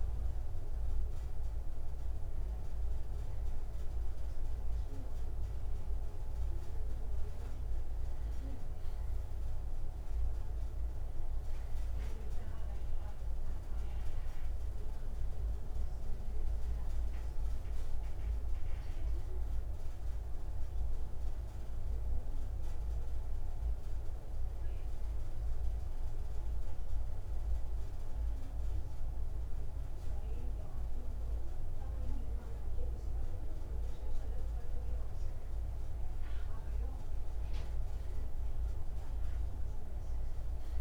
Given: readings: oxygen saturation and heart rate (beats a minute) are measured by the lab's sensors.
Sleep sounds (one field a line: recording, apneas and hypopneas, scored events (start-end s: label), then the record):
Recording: breathing in sleep, hard to hear, by a room microphone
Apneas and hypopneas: 1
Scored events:
17.50-22.00 s: arousal
25.50-36.50 s: hypopnea (oxygen 96% before, 92% lowest, heart rate 131 before, 67 extreme)
37.00-40.81 s: arousal
From the record:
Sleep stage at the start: N2 (light sleep)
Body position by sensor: on the right side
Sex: male